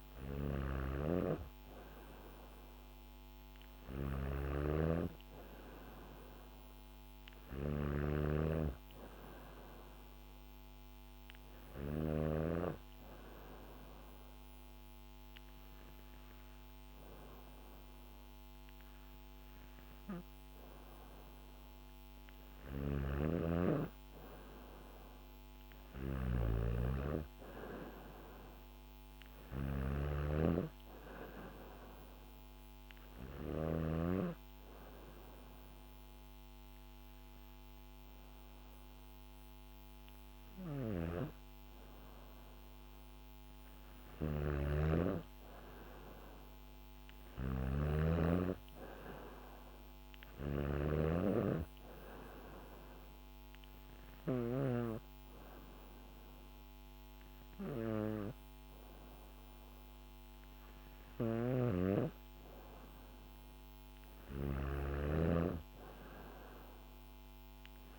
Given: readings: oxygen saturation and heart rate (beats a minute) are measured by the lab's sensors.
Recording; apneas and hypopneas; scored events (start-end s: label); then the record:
breathing in sleep by a microphone on the trachea; 3
0.00-11.50 s: snoring (device-marked)
4.50-8.00 s: arousal
12.00-23.00 s: hypopnea (oxygen 95% before, 92% lowest, heart rate 72 before, 69 extreme, up 2 after)
15.00-67.99 s: new sleep stage, N3 (deep sleep)
22.00-33.00 s: snoring (device-marked)
25.00-29.50 s: arousal
32.00-43.50 s: hypopnea (oxygen 94% before, 92% lowest, heart rate 70 before, 67 extreme, up 2 after)
40.00-54.00 s: snoring (device-marked)
44.00-48.50 s: arousal
51.00-63.00 s: hypopnea (oxygen 94% before, 92% lowest, heart rate 71 before, 67 extreme, up 0 after)
60.50-67.99 s: snoring (device-marked)
65.00-67.50 s: arousal
From the record:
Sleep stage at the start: N2 (light sleep); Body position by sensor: on the back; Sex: female